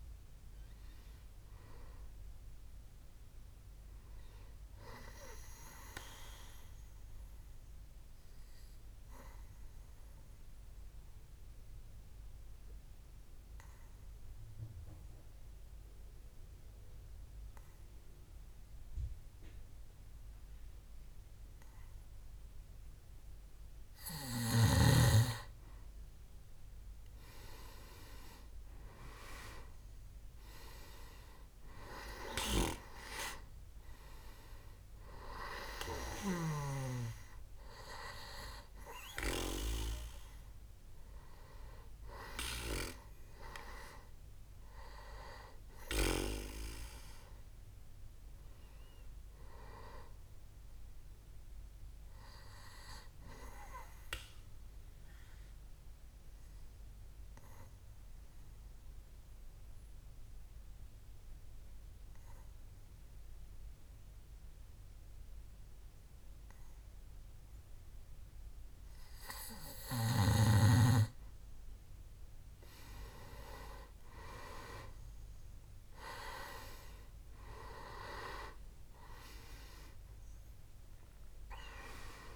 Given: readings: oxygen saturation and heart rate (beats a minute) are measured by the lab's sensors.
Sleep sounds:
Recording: breathing in sleep by a room microphone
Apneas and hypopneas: 2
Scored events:
0.00-21.00 s: oxygen desaturation (device-marked, oxygen 88% lowest, heart rate 63 extreme)
8.00-24.50 s: obstructive apnea (oxygen 97% before, 88% lowest, heart rate 73 before, 64 extreme, up 7 after)
27.00-30.50 s: arousal
30.00-51.00 s: oxygen desaturation (device-marked, oxygen 99% before, 93% lowest, heart rate 66 before, 63 extreme)
49.00-52.00 s: arousal
54.50-70.50 s: obstructive apnea (oxygen 99% before, 91% lowest, heart rate 68 before, 63 extreme, up 5 after)
72.50-76.50 s: arousal
74.00-82.36 s: oxygen desaturation (device-marked, oxygen 98% before, 91% lowest, heart rate 65 before, 62 extreme)
From the record:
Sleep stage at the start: N2 (light sleep)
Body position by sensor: on the back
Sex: male

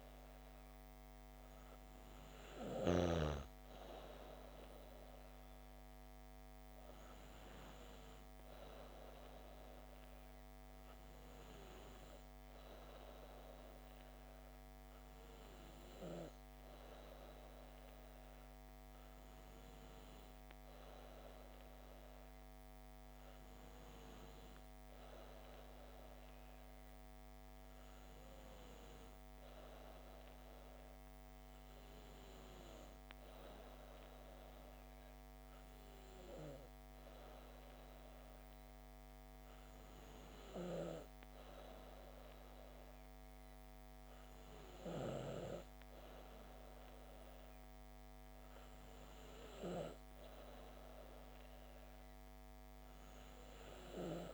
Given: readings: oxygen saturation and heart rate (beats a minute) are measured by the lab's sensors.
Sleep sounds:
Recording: breathing in sleep by a microphone on the trachea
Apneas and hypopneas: none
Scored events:
none scored
From the record:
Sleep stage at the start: N2 (light sleep)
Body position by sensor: on the back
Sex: female

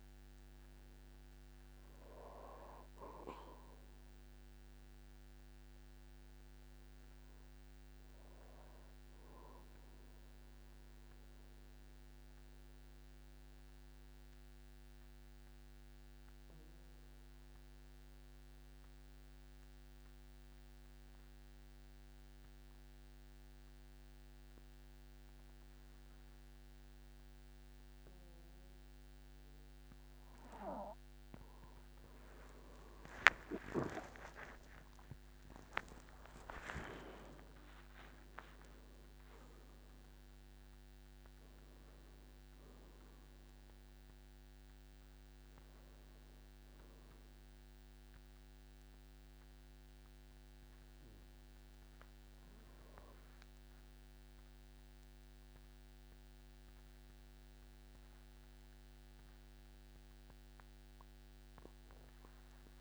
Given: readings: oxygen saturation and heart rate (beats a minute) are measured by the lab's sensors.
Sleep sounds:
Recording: breathing in sleep by a microphone on the trachea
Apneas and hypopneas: 1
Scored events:
0.00-22.00 s: oxygen desaturation (device-marked, oxygen 90% lowest, heart rate 46 extreme)
5.00-31.00 s: obstructive apnea (oxygen 98% before, 90% lowest, heart rate 56 before, 46 extreme, up 30 after)
33.50-38.50 s: arousal
35.00-61.00 s: oxygen desaturation (device-marked, oxygen 98% before, 90% lowest, heart rate 50 before, 48 extreme)
36.00-38.00 s: long interval between heartbeats (device-marked, heart rate 51 before, 72 extreme)
From the record:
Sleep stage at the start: N2 (light sleep)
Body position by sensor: on the back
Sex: male

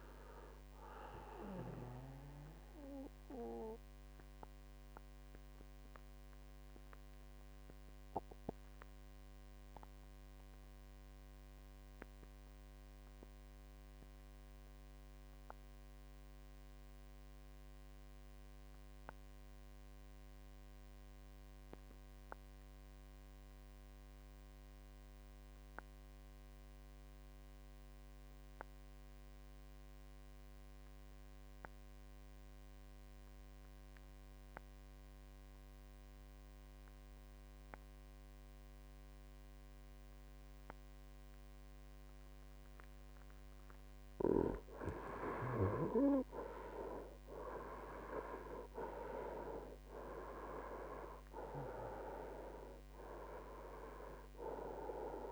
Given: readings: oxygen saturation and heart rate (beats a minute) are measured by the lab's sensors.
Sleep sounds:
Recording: breathing in sleep by a microphone on the trachea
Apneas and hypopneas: 1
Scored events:
0.00-12.50 s: oxygen desaturation (device-marked, oxygen 93% lowest, heart rate 58 extreme)
3.00-45.00 s: mixed apnea (oxygen 97% before, 87% lowest, heart rate 73 before, 58 extreme, up 16 after)
39.50-55.32 s: oxygen desaturation (device-marked, oxygen 96% before, 89% lowest, heart rate 62 before, 58 extreme)
46.50-49.50 s: arousal
From the record:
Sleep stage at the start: N2 (light sleep)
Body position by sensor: on the right side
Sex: male

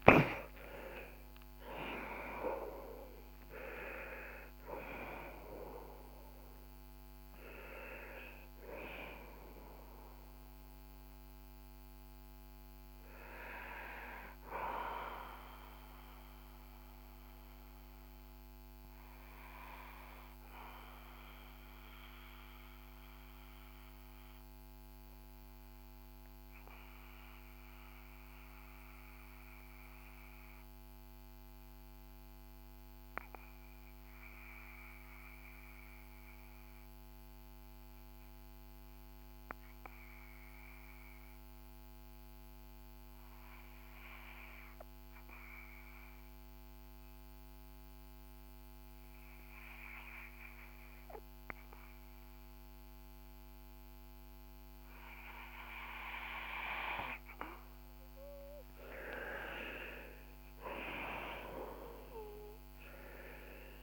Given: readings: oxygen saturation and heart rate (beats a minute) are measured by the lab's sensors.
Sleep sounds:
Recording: breathing in sleep by a microphone on the trachea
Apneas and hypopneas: 1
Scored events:
0.00-33.50 s: oxygen desaturation (device-marked, oxygen 82% lowest, heart rate 51 extreme)
16.50-56.00 s: obstructive apnea (oxygen 91% before, 82% lowest, heart rate 63 before, 51 extreme, up 7 after)
51.50-63.83 s: oxygen desaturation (device-marked, oxygen 97% before, 82% lowest, heart rate 56 before, 50 extreme)
60.00-63.50 s: arousal
From the record:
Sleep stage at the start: N2 (light sleep)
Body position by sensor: on the back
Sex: male

